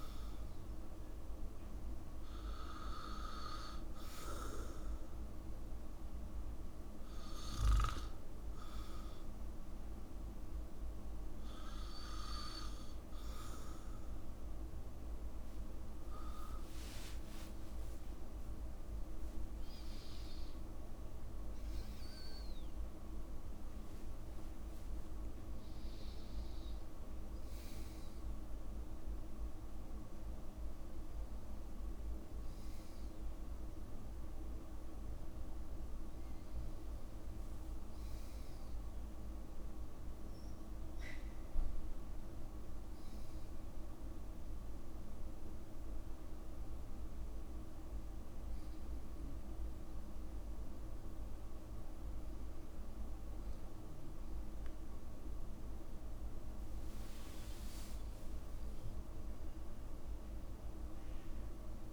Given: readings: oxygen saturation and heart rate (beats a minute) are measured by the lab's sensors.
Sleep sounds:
a person partly awake in a sleep study, hard to hear, by a room microphone; none
0.00-26.00 s: oxygen desaturation (device-marked, oxygen 94% before, 85% lowest, heart rate 70 before, 61 extreme)
17.50-19.50 s: long interval between heartbeats (device-marked, heart rate 72 before, 84 extreme)
28.00-61.93 s: new sleep stage, N1 (lightest sleep)
57.50-61.50 s: arousal
From the record:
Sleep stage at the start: awake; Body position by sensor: on the back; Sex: male

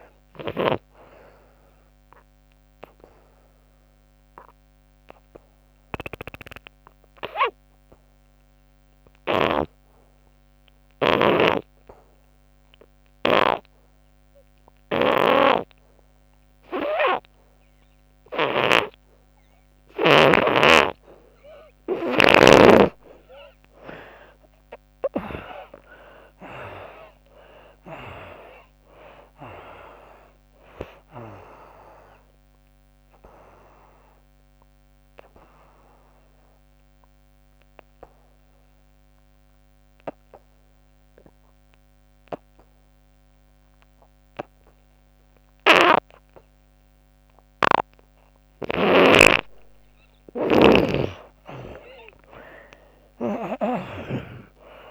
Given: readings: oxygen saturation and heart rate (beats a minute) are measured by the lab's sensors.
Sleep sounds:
breathing in sleep by a microphone on the trachea; 2
0.00-8.50 s: oxygen desaturation (device-marked, oxygen 79% lowest, heart rate 80 extreme)
1.50-20.50 s: obstructive apnea (oxygen 99% before, 76% lowest, heart rate 97 before, 69 extreme, up 26 after)
24.00-27.50 s: arousal
24.50-44.50 s: oxygen desaturation (device-marked, oxygen 96% before, 76% lowest, heart rate 97 before, 69 extreme)
31.50-49.50 s: obstructive apnea (oxygen 96% before, 76% lowest, heart rate 100 before, 62 extreme, up 21 after)
48.50-54.00 s: snoring (device-marked)
51.50-54.91 s: oxygen desaturation (device-marked, oxygen 97% before, 76% lowest, heart rate 90 before, 62 extreme)
52.00-54.91 s: arousal
From the record:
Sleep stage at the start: N2 (light sleep); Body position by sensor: on the back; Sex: female

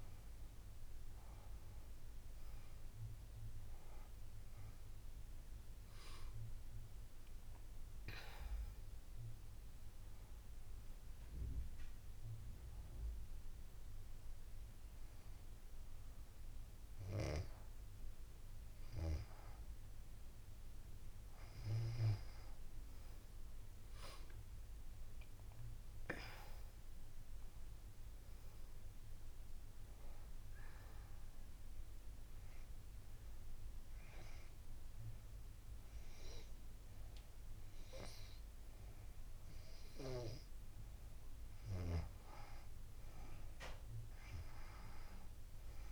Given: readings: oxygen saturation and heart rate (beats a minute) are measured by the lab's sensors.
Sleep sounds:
breathing in sleep by a room microphone; 2
5.50-8.50 s: arousal
10.50-20.50 s: hypopnea (oxygen 98% before, 94% lowest, heart rate 95 before, 89 extreme, up 6 after)
23.50-26.00 s: arousal
31.00-41.00 s: hypopnea (oxygen 98% before, 94% lowest, heart rate 92 before, 89 extreme, up 2 after)
43.50-45.92 s: arousal
From the record:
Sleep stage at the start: N2 (light sleep); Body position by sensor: on the back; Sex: female

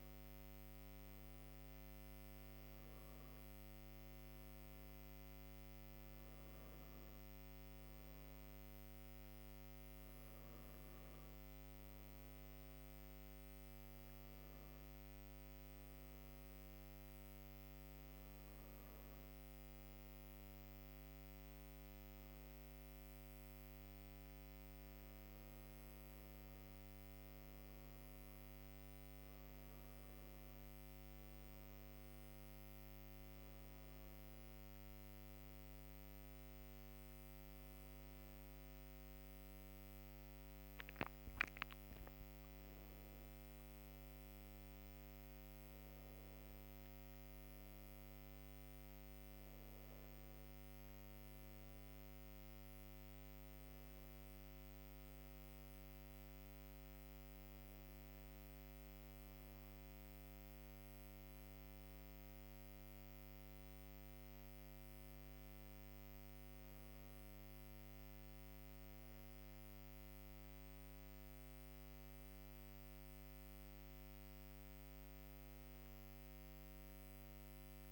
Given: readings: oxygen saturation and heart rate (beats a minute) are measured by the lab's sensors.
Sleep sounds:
breathing in sleep, hard to hear, by a microphone on the trachea; none
none scored
From the record:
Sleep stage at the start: N2 (light sleep); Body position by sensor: on the right side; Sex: female

